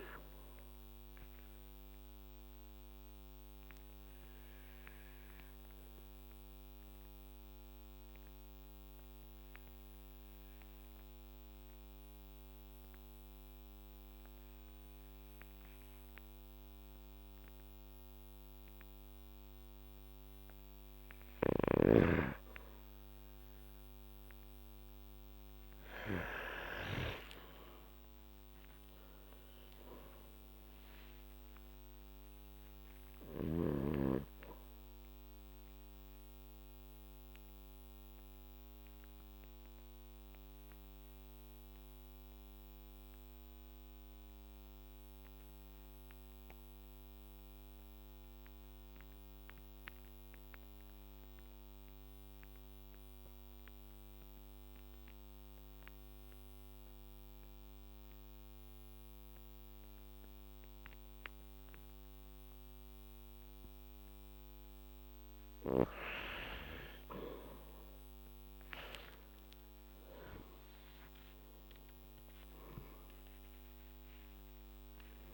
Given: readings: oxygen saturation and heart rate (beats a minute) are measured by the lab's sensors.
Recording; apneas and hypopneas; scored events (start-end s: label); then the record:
breathing in sleep by a microphone on the trachea; 2
2.00-20.50 s: obstructive apnea (oxygen 97% before, 91% lowest, heart rate 57 before, 49 extreme, up 6 after)
15.50-25.50 s: oxygen desaturation (device-marked, oxygen 96% before, 92% lowest, heart rate 56 before, 49 extreme)
27.50-31.00 s: arousal
36.00-65.00 s: obstructive apnea (oxygen 97% before, 88% lowest, heart rate 55 before, 47 extreme, up 12 after)
51.50-62.50 s: oxygen desaturation (device-marked, oxygen 95% before, 91% lowest, heart rate 54 before, 47 extreme)
69.00-74.00 s: arousal
From the record:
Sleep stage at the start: N2 (light sleep); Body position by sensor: on the back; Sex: male